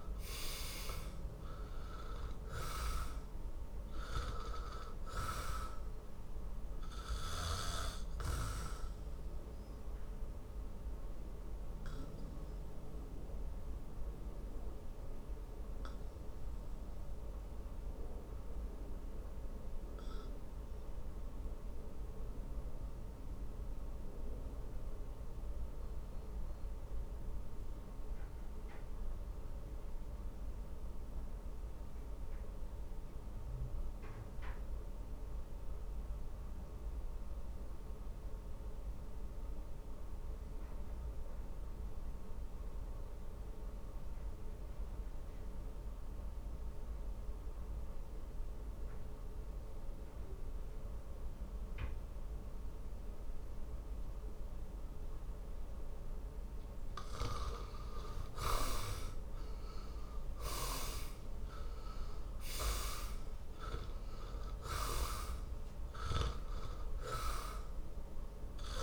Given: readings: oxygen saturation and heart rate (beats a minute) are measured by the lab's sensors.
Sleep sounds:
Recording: breathing in sleep by a room microphone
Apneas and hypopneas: 1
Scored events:
10.00-56.00 s: obstructive apnea (oxygen 99% before, 75% lowest, heart rate 62 before, 44 extreme, up 21 after)
24.50-43.50 s: oxygen desaturation (device-marked, oxygen 97% before, 78% lowest, heart rate 52 before, 48 extreme)
57.50-62.50 s: arousal
63.50-68.82 s: oxygen desaturation (device-marked, oxygen 99% before, 95% lowest, heart rate 52 before, 45 extreme)
From the record:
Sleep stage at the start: N2 (light sleep)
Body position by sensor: on the back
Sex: male

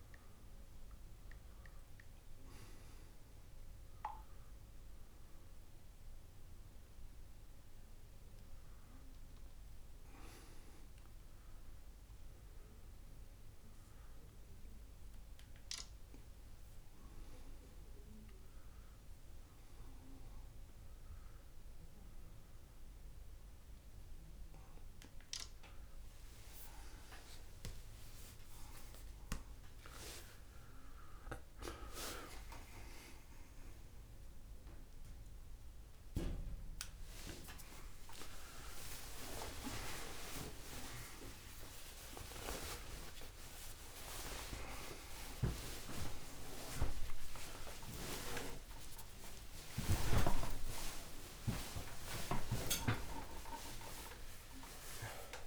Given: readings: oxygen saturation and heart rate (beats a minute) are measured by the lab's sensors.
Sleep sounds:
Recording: a person partly awake in a sleep study, by a room microphone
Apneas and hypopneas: none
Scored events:
5.50-7.50 s: long interval between heartbeats (device-marked)
31.00-33.00 s: long interval between heartbeats (device-marked)
33.50-44.50 s: tachycardia (device-marked)
34.50-36.50 s: long interval between heartbeats (device-marked)
37.00-39.00 s: long interval between heartbeats (device-marked)
38.50-55.47 s: new sleep stage, awake
40.00-42.00 s: long interval between heartbeats (device-marked, heart rate 33 before, 110 extreme)
49.00-51.00 s: long interval between heartbeats (device-marked)
52.00-54.00 s: long interval between heartbeats (device-marked, heart rate 77 before, 50 extreme)
From the record:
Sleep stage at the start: N2 (light sleep)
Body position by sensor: on the back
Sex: male

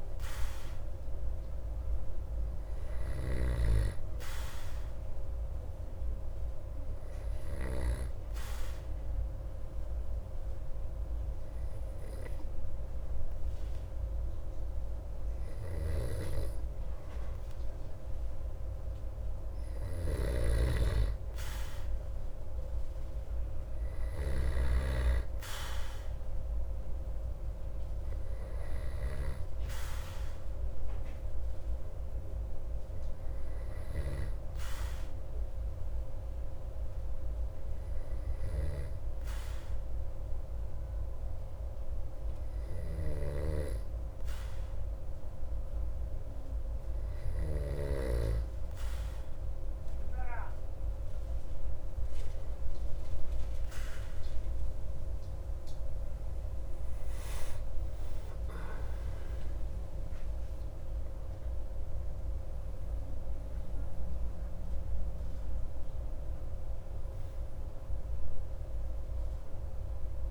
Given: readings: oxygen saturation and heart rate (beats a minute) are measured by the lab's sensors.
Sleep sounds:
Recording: breathing in sleep by a room microphone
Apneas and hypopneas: 2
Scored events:
7.00-19.00 s: obstructive apnea (oxygen 96% before, 93% lowest)
24.00-27.50 s: arousal
35.00-51.00 s: obstructive apnea (oxygen 95% before, 93% lowest)
57.00-61.50 s: arousal
From the record:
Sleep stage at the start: N2 (light sleep)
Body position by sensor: on the back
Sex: male

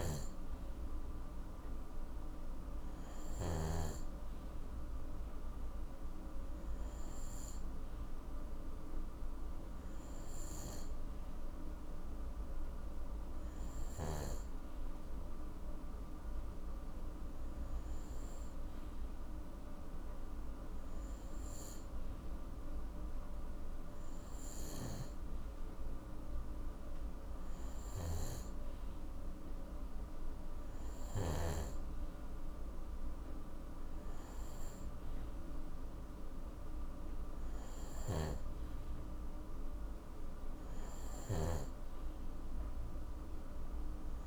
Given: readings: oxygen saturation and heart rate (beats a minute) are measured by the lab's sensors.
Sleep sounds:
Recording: breathing in sleep by a room microphone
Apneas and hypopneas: none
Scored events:
0.00-3.50 s: snoring (device-marked)
27.50-31.00 s: snoring (device-marked)
37.50-41.50 s: snoring (device-marked)
From the record:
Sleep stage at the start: N2 (light sleep)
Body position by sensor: on the right side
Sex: male

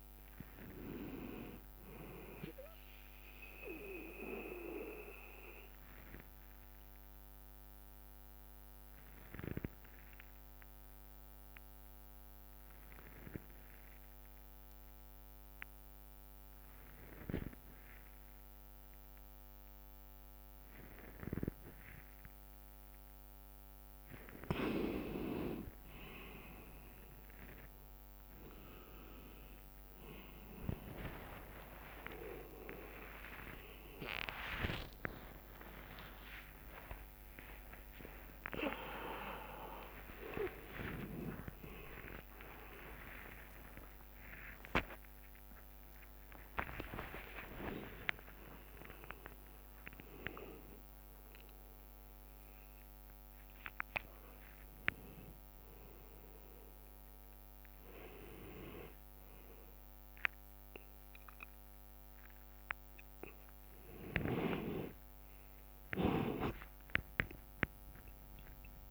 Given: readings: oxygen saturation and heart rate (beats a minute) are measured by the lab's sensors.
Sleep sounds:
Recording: a person partly awake in a sleep study, by a microphone on the trachea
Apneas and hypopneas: 1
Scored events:
0.00-1.50 s: drop in pulse transit time (device-marked, heart rate 62 extreme)
0.00-10.50 s: oxygen desaturation (device-marked, oxygen 92% lowest, heart rate 56 extreme)
4.50-8.50 s: bradycardia (device-marked, heart rate 62 before, 58 extreme)
6.00-24.00 s: mixed apnea (oxygen 98% before, 92% lowest, heart rate 73 before, 59 extreme, up 8 after)
17.50-19.50 s: bradycardia (device-marked, heart rate 61 before, 59 extreme)
17.50-47.50 s: new sleep stage, awake
27.50-48.50 s: oxygen desaturation (device-marked, oxygen 98% before, 92% lowest, heart rate 60 before, 69 extreme)
34.50-36.50 s: long interval between heartbeats (device-marked, heart rate 62 before, 79 extreme)
34.50-52.50 s: tachycardia (device-marked, heart rate 61 before, 173 extreme)
37.50-39.50 s: long interval between heartbeats (device-marked, heart rate 66 before, 110 extreme)
39.50-41.50 s: long interval between heartbeats (device-marked, heart rate 71 before, 125 extreme)
40.50-53.50 s: drop in pulse transit time (device-marked, heart rate 74 before, 117 extreme)
41.50-43.50 s: long interval between heartbeats (device-marked, heart rate 79 before, 158 extreme)
45.50-47.50 s: long interval between heartbeats (device-marked, heart rate 99 before, 167 extreme)
47.50-68.91 s: new sleep stage, N1 (lightest sleep)
52.50-54.50 s: long interval between heartbeats (device-marked, heart rate 131 before, 105 extreme)
63.50-68.91 s: tachycardia (device-marked, heart rate 65 before, 169 extreme)
64.50-66.50 s: long interval between heartbeats (device-marked, heart rate 116 before, 84 extreme)
66.50-68.50 s: long interval between heartbeats (device-marked, heart rate 109 before, 121 extreme)
66.50-68.91 s: drop in pulse transit time (device-marked, heart rate 109 before, 90 extreme)
From the record:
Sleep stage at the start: N1 (lightest sleep)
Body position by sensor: on the left side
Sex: male

